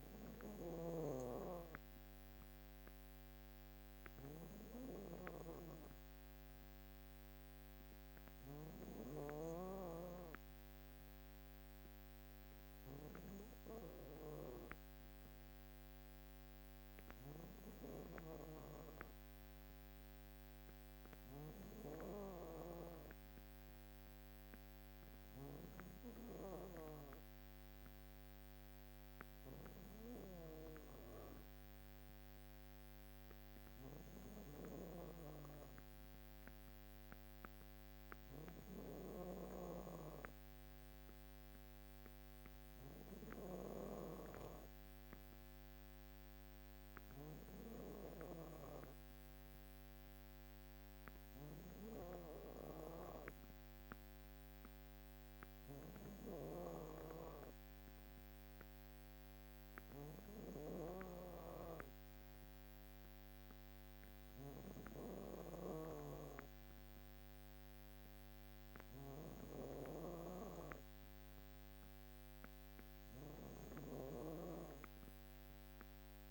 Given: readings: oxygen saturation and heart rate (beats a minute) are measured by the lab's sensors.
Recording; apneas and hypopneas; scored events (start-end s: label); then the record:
breathing in sleep by a microphone on the trachea; none
0.00-9.00 s: snoring (device-marked)
34.00-43.00 s: snoring (device-marked)
55.00-76.31 s: snoring (device-marked)
62.50-68.50 s: drop in pulse transit time (device-marked, heart rate 62 before, 60 extreme)
From the record:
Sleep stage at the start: N2 (light sleep); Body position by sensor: on the back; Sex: female